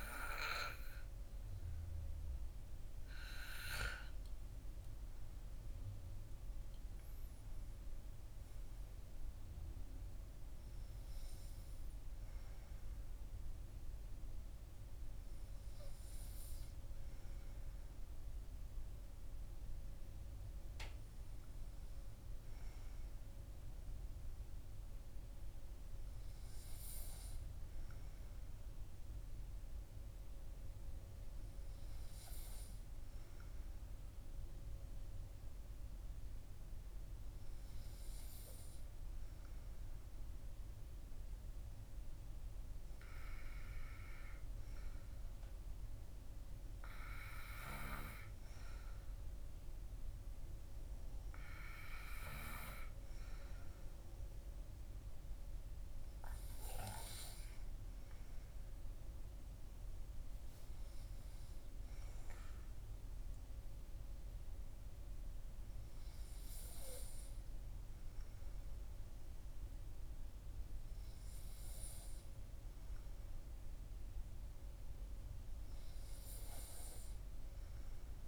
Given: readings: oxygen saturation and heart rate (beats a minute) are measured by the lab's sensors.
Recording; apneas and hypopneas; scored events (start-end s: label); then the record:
breathing in sleep by a room microphone; none
none scored
From the record:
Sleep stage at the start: N2 (light sleep); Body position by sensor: on the right side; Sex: male